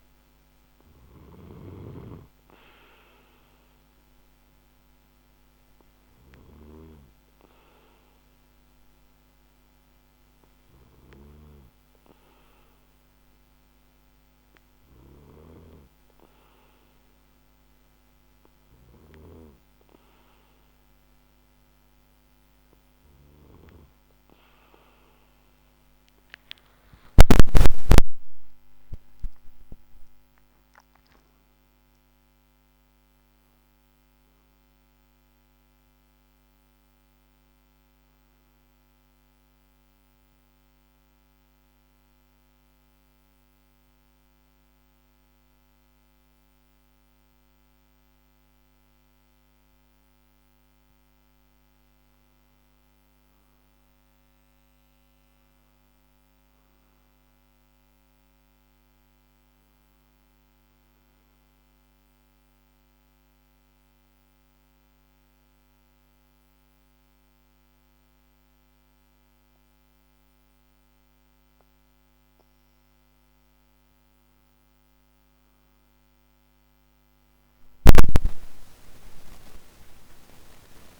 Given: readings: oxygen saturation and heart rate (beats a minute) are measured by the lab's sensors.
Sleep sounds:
a person awake in a sleep study, by a microphone on the trachea; none
79.00-81.00 s: new sleep stage, N1 (lightest sleep)
From the record:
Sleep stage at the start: awake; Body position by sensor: on the back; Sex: male

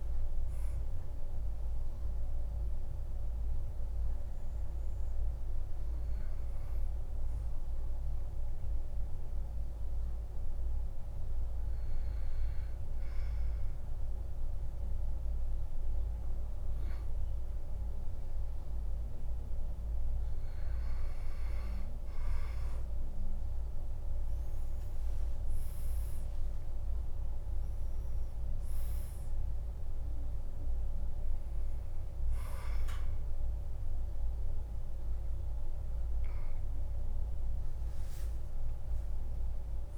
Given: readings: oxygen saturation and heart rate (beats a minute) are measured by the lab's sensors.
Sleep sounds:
a person partly awake in a sleep study, hard to hear, by a room microphone; 1
4.50-39.98 s: new sleep stage, N2 (light sleep)
7.00-20.50 s: hypopnea (oxygen 99% before, 94% lowest, heart rate 59 before, 51 extreme, up 9 after)
24.00-28.00 s: arousal
24.50-39.98 s: oxygen desaturation (device-marked, oxygen 99% before, 94% lowest, heart rate 56 before, 48 extreme)
From the record:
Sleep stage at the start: awake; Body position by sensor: on the back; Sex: male

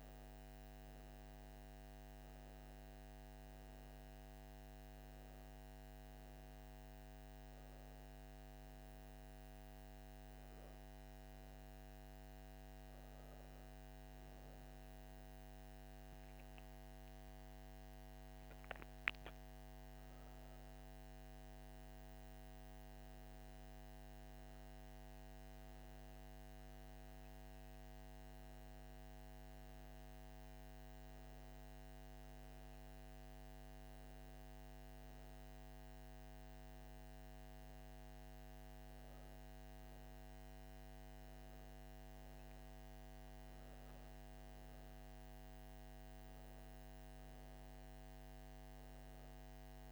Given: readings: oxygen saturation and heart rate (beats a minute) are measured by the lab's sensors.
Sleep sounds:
breathing in sleep, hard to hear, by a microphone on the trachea; none
none scored
From the record:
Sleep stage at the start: N1 (lightest sleep); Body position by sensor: on the back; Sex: female

